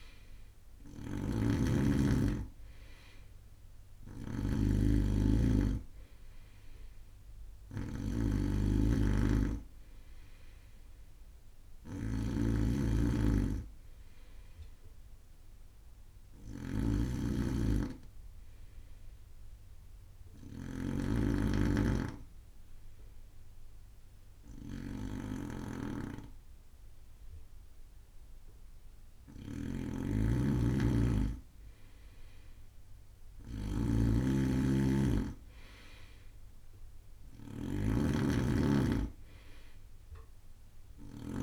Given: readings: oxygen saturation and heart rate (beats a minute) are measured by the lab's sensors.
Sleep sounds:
breathing in sleep by a room microphone; 1
0.00-41.43 s: snoring (device-marked)
22.00-32.00 s: obstructive apnea (oxygen 96% before, 93% lowest)
34.50-38.00 s: arousal
38.00-41.43 s: oxygen desaturation (device-marked, oxygen 96% before, 93% lowest)
From the record:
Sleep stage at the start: N2 (light sleep); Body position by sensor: on the right side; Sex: male

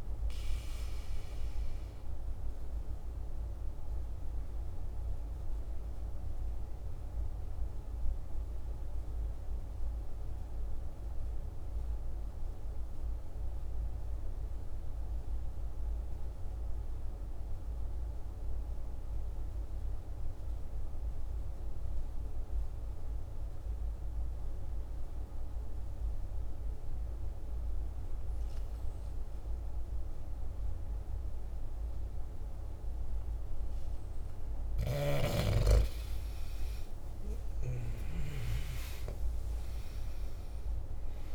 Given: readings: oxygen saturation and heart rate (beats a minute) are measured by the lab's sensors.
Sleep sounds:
breathing in sleep, hard to hear, by a room microphone; 1
0.00-7.50 s: oxygen desaturation (device-marked, oxygen 88% lowest, heart rate 47 extreme)
0.50-33.50 s: mixed apnea (oxygen 98% before, 87% lowest, heart rate 56 before, 47 extreme, up 11 after)
26.50-41.35 s: oxygen desaturation (device-marked, oxygen 99% before, 87% lowest, heart rate 49 before, 49 extreme)
35.50-40.00 s: arousal
From the record:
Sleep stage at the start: N2 (light sleep); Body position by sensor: on the back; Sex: male

